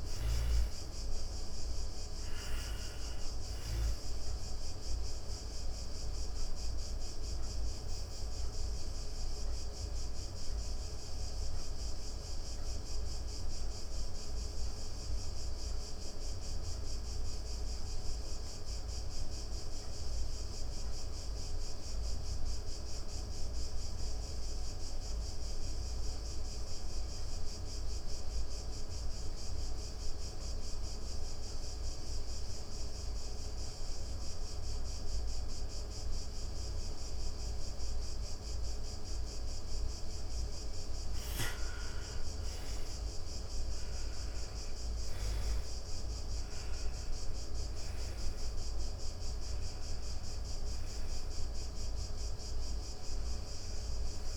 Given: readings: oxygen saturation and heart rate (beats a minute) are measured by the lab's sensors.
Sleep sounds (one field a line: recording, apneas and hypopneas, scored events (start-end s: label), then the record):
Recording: breathing in sleep, hard to hear, by a room microphone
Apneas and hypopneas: 1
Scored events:
0.00-20.00 s: oxygen desaturation (device-marked, oxygen 83% lowest)
3.50-38.00 s: obstructive apnea (oxygen 97% before, 82% lowest)
37.00-54.37 s: oxygen desaturation (device-marked, oxygen 98% before, 82% lowest)
40.00-44.50 s: arousal
From the record:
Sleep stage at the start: N2 (light sleep)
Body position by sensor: on the back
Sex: female